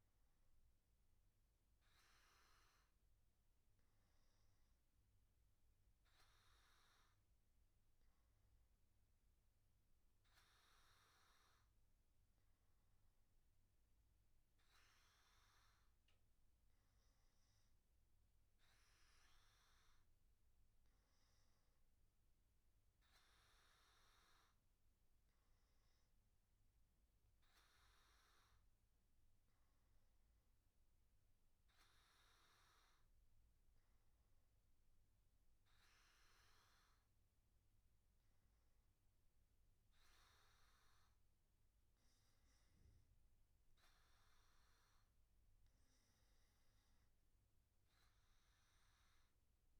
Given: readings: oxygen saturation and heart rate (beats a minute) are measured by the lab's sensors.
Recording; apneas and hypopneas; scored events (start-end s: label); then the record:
breathing in sleep, hard to hear, by a room microphone; none
none scored
From the record:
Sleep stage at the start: N2 (light sleep); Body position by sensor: on the back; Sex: male